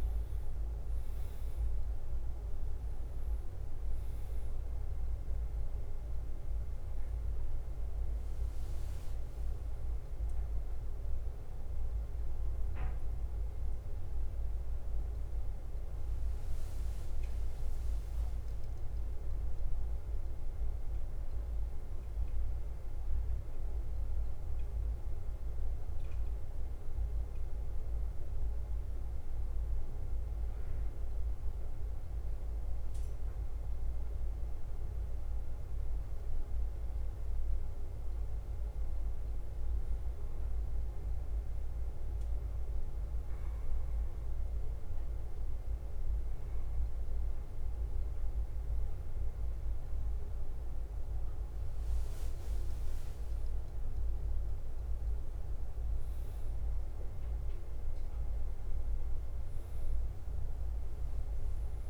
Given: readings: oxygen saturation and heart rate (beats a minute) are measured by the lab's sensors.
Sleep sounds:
breathing in sleep, hard to hear, by a room microphone; 1
0.00-61.90 s: bradycardia (device-marked, heart rate 44 extreme)
19.00-36.00 s: oxygen desaturation (device-marked, oxygen 97% before, 94% lowest, heart rate 54 before, 49 extreme)
21.00-34.50 s: central apnea (oxygen 99% before, 94% lowest, heart rate 54 before, 49 extreme, up 2 after)
35.50-39.00 s: arousal
55.00-61.90 s: oxygen desaturation (device-marked, oxygen 99% before, 95% lowest, heart rate 51 before, 53 extreme)
From the record:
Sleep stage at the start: N2 (light sleep); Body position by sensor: on the back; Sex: male

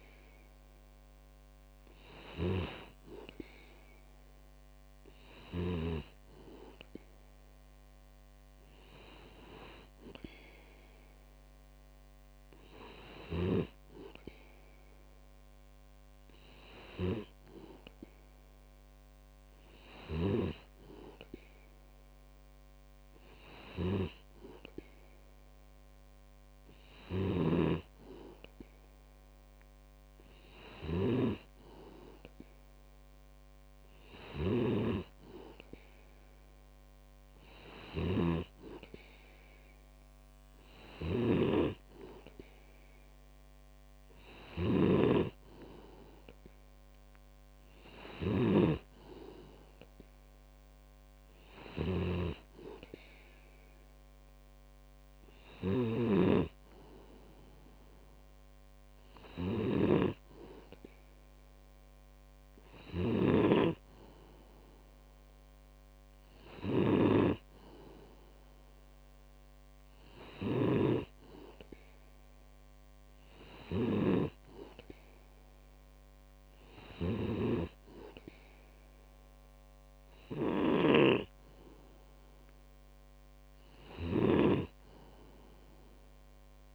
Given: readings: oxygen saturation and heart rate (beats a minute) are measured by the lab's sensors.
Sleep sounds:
breathing in sleep by a microphone on the trachea; none
27.00-31.50 s: snoring (device-marked)
38.00-63.50 s: snoring (device-marked)
70.50-74.50 s: snoring (device-marked)
From the record:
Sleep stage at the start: N2 (light sleep); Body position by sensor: on the back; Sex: male

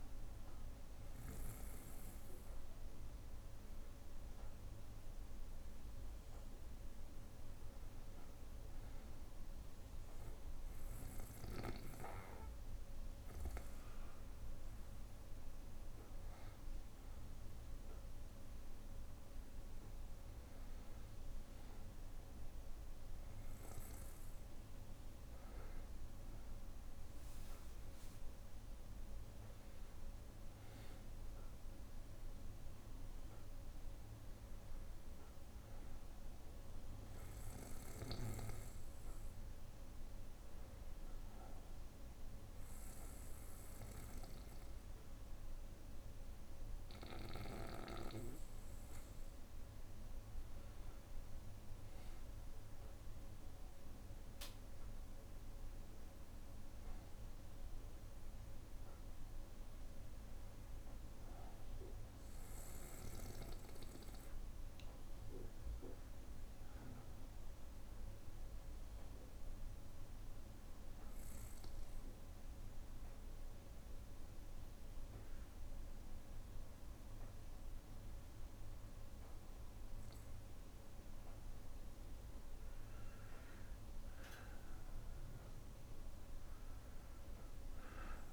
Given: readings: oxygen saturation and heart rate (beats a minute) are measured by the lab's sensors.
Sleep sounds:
breathing in sleep, hard to hear, by a room microphone; 1
61.00-65.00 s: arousal
68.50-79.50 s: obstructive apnea (oxygen 95% before, 92% lowest, heart rate 63 before, 62 extreme, up 2 after)
81.50-85.50 s: arousal
From the record:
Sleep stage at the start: N2 (light sleep); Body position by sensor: on the back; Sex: male

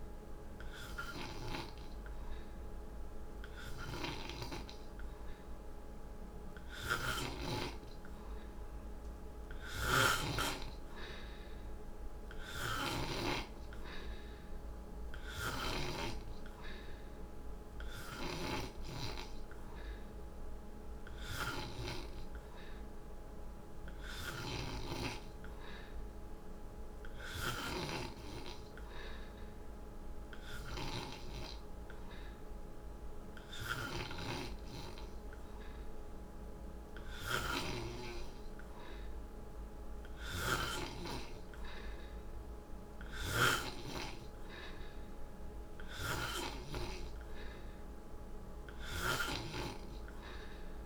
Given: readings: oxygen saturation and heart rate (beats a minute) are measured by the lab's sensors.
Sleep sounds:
breathing in sleep by a room microphone; none
9.50-13.00 s: snoring (device-marked)
24.00-27.50 s: snoring (device-marked)
40.00-43.50 s: snoring (device-marked)
45.50-49.00 s: snoring (device-marked)
From the record:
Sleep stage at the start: N3 (deep sleep); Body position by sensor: on the right side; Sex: male

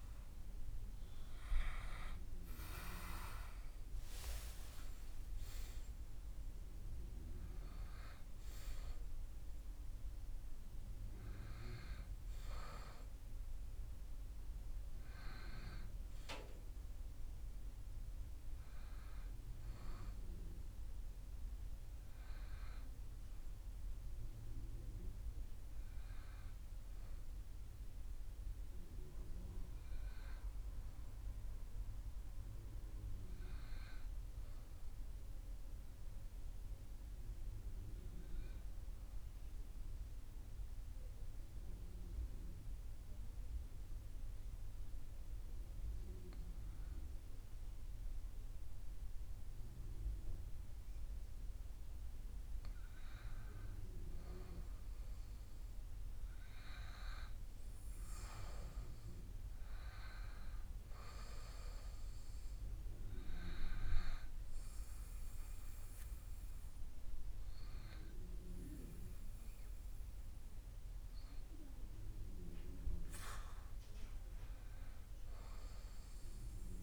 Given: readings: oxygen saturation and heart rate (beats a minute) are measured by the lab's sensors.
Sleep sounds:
breathing in sleep by a room microphone; 1
0.00-3.00 s: arousal
38.00-51.50 s: obstructive apnea (oxygen 97% before, 95% lowest)
55.00-60.00 s: arousal
From the record:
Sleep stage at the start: REM sleep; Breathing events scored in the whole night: 339 in 6.8 hours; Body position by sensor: on the back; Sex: male

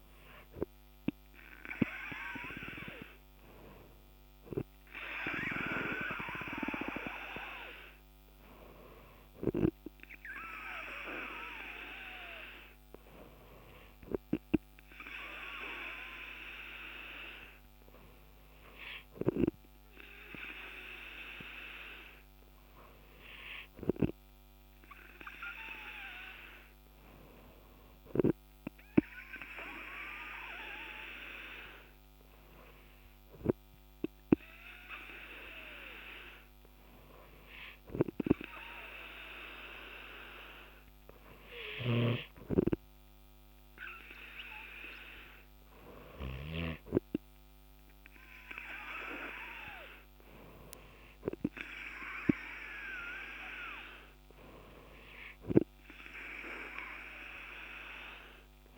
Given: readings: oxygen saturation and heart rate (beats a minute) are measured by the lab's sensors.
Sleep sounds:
breathing in sleep by a microphone on the trachea; none
none scored
From the record:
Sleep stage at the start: N2 (light sleep); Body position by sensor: on the back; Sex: male

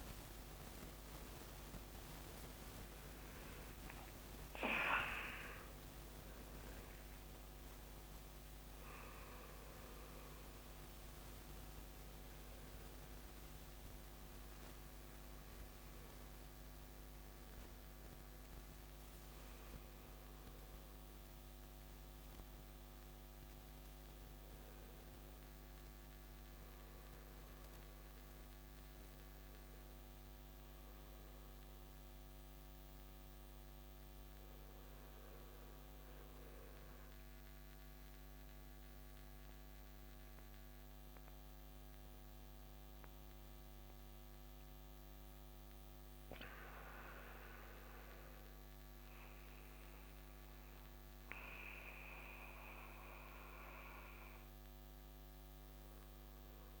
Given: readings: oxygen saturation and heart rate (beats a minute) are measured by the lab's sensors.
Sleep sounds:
breathing in sleep by a microphone on the trachea; 1
30.00-34.00 s: arousal
37.50-49.00 s: mixed apnea (oxygen 98% before, 95% lowest)
52.00-55.00 s: arousal
From the record:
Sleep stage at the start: N2 (light sleep); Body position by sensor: on the back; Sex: male

